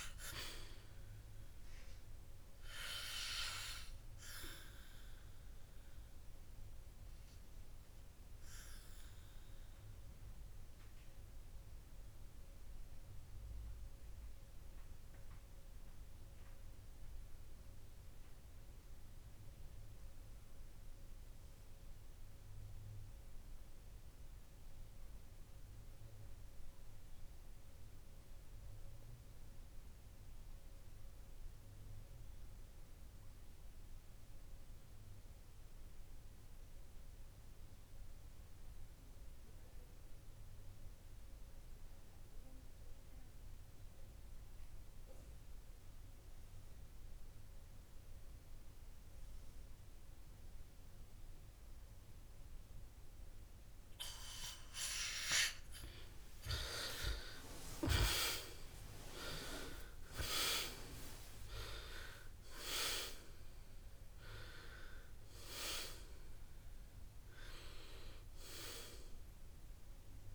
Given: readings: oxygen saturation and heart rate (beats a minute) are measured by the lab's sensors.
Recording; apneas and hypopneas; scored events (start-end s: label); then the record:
breathing in sleep by a room microphone; 1
9.00-55.50 s: obstructive apnea (oxygen 99% before, 84% lowest, heart rate 76 before, 58 extreme, up 24 after)
58.00-62.50 s: arousal
From the record:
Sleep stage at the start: REM sleep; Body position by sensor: on the back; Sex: male